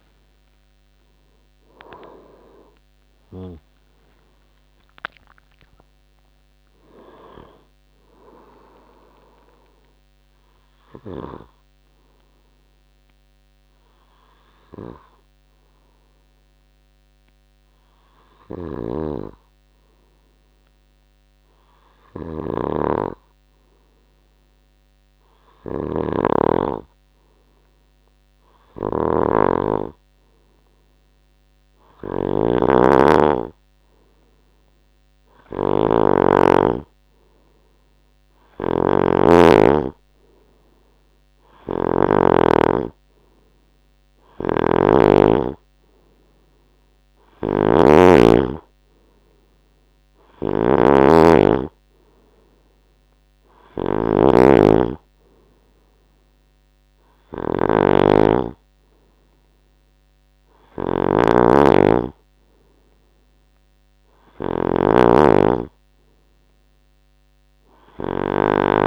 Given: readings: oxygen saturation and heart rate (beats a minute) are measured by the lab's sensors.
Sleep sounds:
breathing in sleep by a microphone on the trachea; 1
2.00-6.50 s: arousal
9.00-20.00 s: hypopnea (oxygen 97% before, 94% lowest, heart rate 77 before, 57 extreme, up 7 after)
18.50-68.87 s: snoring (device-marked)
25.50-29.00 s: arousal
From the record:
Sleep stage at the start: N2 (light sleep); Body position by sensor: on the right side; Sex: male

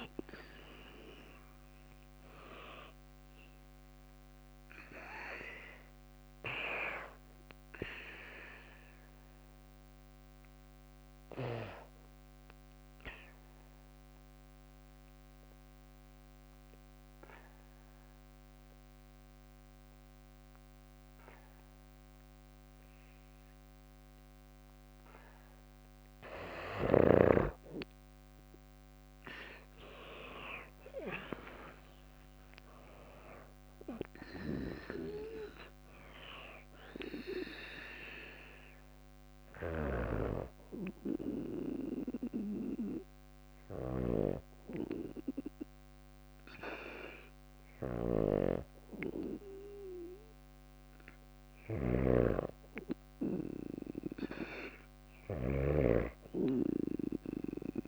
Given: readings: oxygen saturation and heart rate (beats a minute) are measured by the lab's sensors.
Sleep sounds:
breathing in sleep by a microphone on the trachea; 2
0.00-18.00 s: oxygen desaturation (device-marked, oxygen 84% lowest, heart rate 55 extreme)
11.50-25.00 s: obstructive apnea (oxygen 96% before, 87% lowest, heart rate 60 before, 55 extreme, up 6 after)
29.50-33.00 s: arousal
32.00-50.00 s: oxygen desaturation (device-marked, oxygen 98% before, 92% lowest, heart rate 57 before, 55 extreme)
37.00-52.00 s: hypopnea (oxygen 99% before, 92% lowest, heart rate 58 before, 55 extreme, up 3 after)
39.00-57.88 s: snoring (device-marked)
54.50-57.88 s: arousal
From the record:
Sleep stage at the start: N2 (light sleep); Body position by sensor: on the back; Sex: female

